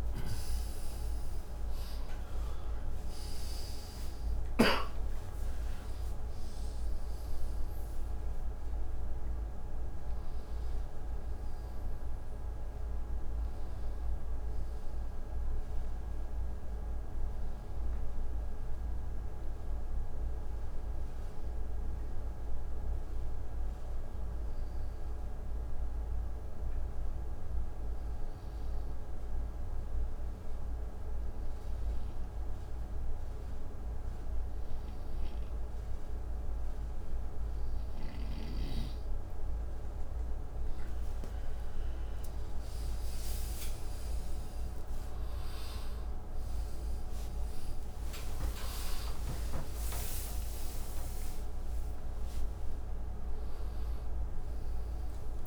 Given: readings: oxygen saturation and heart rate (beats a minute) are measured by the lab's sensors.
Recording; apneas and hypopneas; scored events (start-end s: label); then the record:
breathing in sleep, hard to hear, by a room microphone; 1
0.00-27.00 s: oxygen desaturation (device-marked, oxygen 88% lowest, heart rate 59 extreme)
0.50-7.50 s: arousal
24.50-38.50 s: obstructive apnea (oxygen 92% before, 90% lowest, heart rate 75 before, 63 extreme, up 42 after)
41.00-55.47 s: oxygen desaturation (device-marked, oxygen 98% before, 90% lowest, heart rate 62 before, 60 extreme)
47.00-55.47 s: new sleep stage, awake
From the record:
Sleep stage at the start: N2 (light sleep); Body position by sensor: on the right side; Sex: male